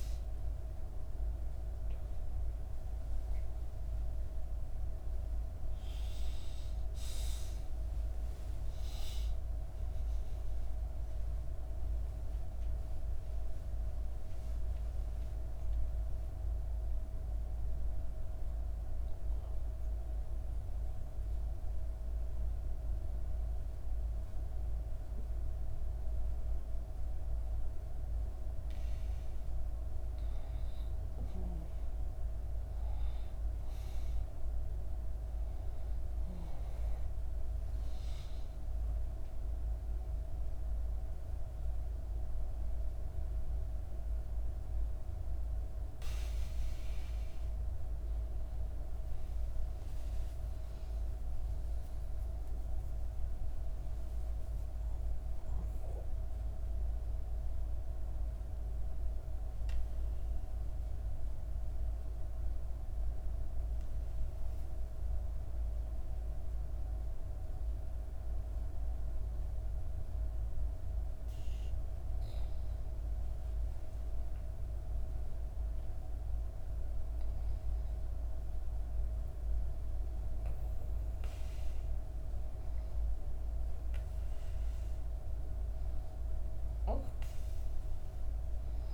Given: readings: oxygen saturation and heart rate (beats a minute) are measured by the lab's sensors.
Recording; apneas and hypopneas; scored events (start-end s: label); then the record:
breathing in sleep, hard to hear, by a room microphone; 2
12.50-28.00 s: obstructive apnea (oxygen 98% before, 94% lowest, heart rate 73 before, 65 extreme, up 0 after)
29.50-88.94 s: new sleep stage, N2 (light sleep)
30.00-34.50 s: arousal
34.50-54.50 s: oxygen desaturation (device-marked, oxygen 98% before, 94% lowest, heart rate 71 before, 62 extreme)
58.00-71.00 s: obstructive apnea (oxygen 98% before, 92% lowest, heart rate 68 before, 62 extreme, up 5 after)
73.50-78.00 s: arousal
From the record:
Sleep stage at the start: N1 (lightest sleep); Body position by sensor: on the back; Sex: female